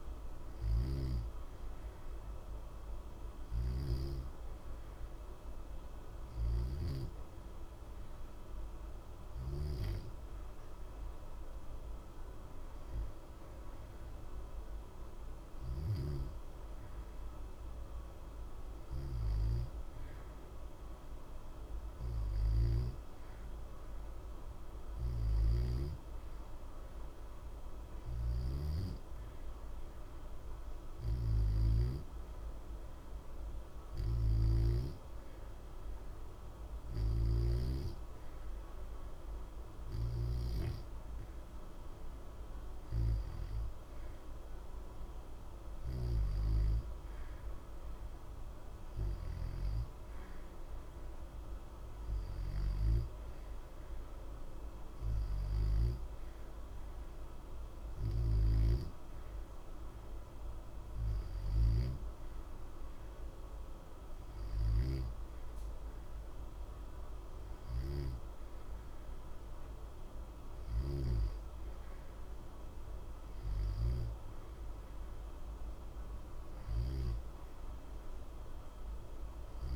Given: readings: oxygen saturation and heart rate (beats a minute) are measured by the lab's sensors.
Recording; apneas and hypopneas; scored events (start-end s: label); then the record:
breathing in sleep by a room microphone; 1
0.00-16.50 s: oxygen desaturation (device-marked, oxygen 88% lowest, heart rate 60 extreme)
4.00-18.50 s: hypopnea (oxygen 92% before, 88% lowest, heart rate 60 before, 60 extreme, up 0 after)
23.00-27.00 s: arousal
From the record:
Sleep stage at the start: N2 (light sleep); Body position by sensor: on the back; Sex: male